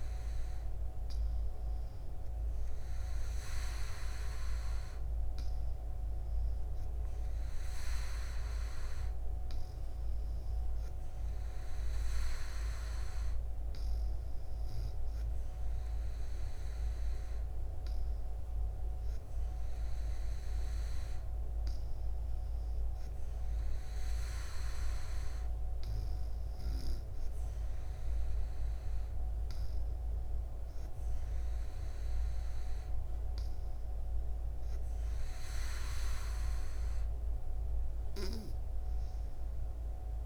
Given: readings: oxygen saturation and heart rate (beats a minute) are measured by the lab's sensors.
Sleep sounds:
breathing in sleep, hard to hear, by a room microphone; none
none scored
From the record:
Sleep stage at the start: N2 (light sleep); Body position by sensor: on the back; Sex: female

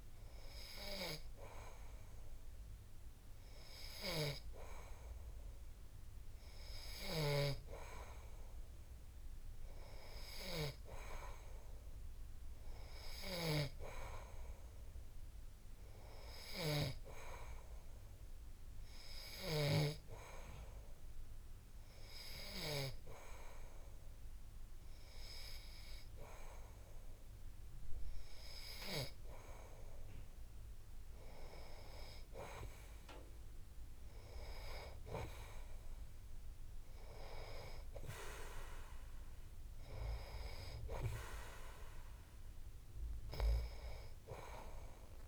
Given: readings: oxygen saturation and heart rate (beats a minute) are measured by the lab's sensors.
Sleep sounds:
breathing in sleep by a room microphone; none
none scored
From the record:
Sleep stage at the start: N2 (light sleep); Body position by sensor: on the back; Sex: male

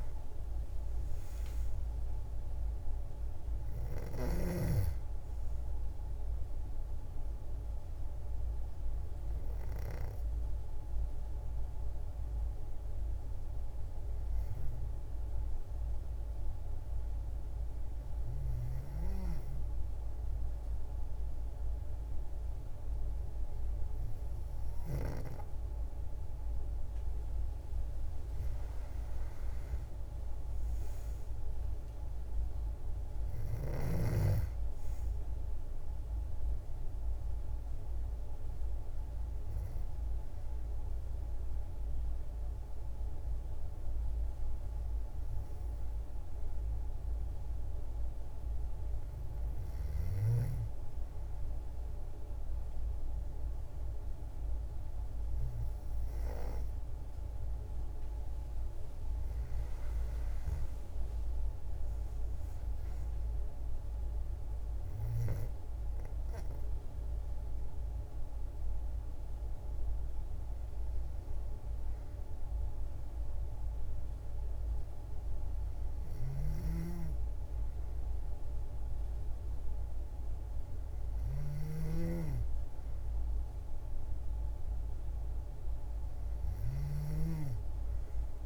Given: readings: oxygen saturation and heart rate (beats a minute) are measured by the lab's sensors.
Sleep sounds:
breathing in sleep by a room microphone; 2
3.50-22.50 s: oxygen desaturation (device-marked, oxygen 96% before, 91% lowest, heart rate 57 before, 53 extreme)
10.00-27.00 s: hypopnea (oxygen 96% before, 91% lowest, heart rate 60 before, 53 extreme, up 12 after)
28.50-31.50 s: arousal
40.50-57.00 s: hypopnea (oxygen 97% before, 93% lowest, heart rate 61 before, 53 extreme, up 30 after)
59.50-63.50 s: arousal
From the record:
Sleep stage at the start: N2 (light sleep); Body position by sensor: on the back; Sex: female

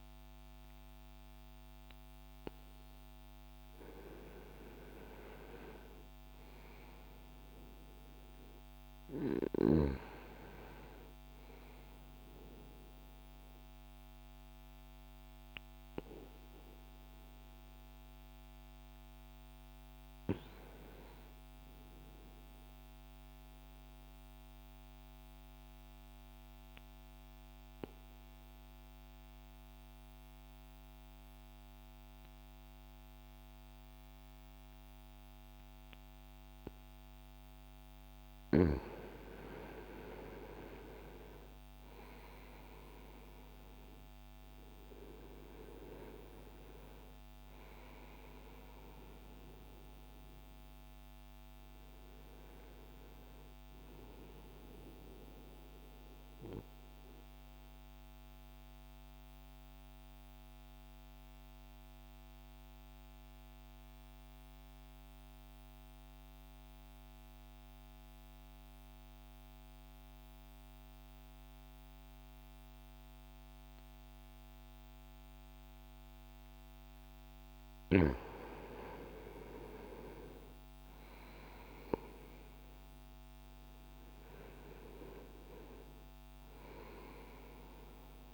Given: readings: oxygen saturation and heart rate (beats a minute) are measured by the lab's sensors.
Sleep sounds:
breathing in sleep by a microphone on the trachea; 2
6.50-26.50 s: oxygen desaturation (device-marked, oxygen 95% before, 88% lowest, heart rate 63 before, 60 extreme)
22.50-37.50 s: obstructive apnea (oxygen 96% before, 81% lowest, heart rate 76 before, 60 extreme, up 3 after)
39.00-43.00 s: arousal
39.50-67.50 s: oxygen desaturation (device-marked, oxygen 95% before, 81% lowest, heart rate 61 before, 60 extreme)
56.00-77.00 s: mixed apnea (oxygen 95% before, 81% lowest, heart rate 63 before, 60 extreme, up 1 after)
78.00-83.50 s: arousal
81.50-88.34 s: oxygen desaturation (device-marked, oxygen 97% before, 83% lowest, heart rate 62 before, 60 extreme)
From the record:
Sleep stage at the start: N2 (light sleep); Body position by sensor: on the right side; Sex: male

